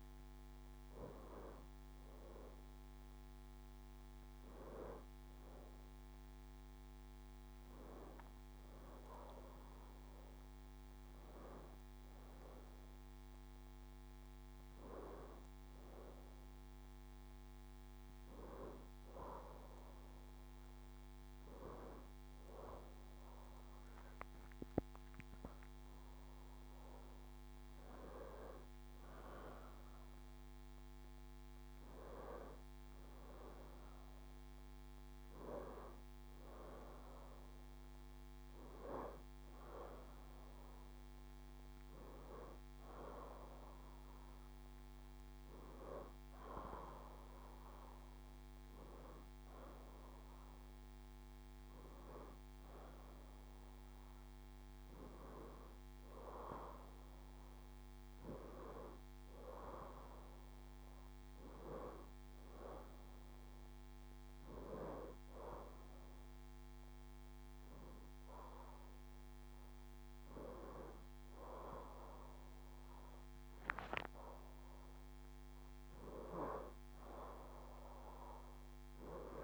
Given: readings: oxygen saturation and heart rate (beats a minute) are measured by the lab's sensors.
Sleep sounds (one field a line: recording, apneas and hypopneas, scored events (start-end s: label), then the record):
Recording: breathing in sleep by a microphone on the trachea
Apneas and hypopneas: none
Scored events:
none scored
From the record:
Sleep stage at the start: N2 (light sleep)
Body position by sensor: on the left side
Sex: female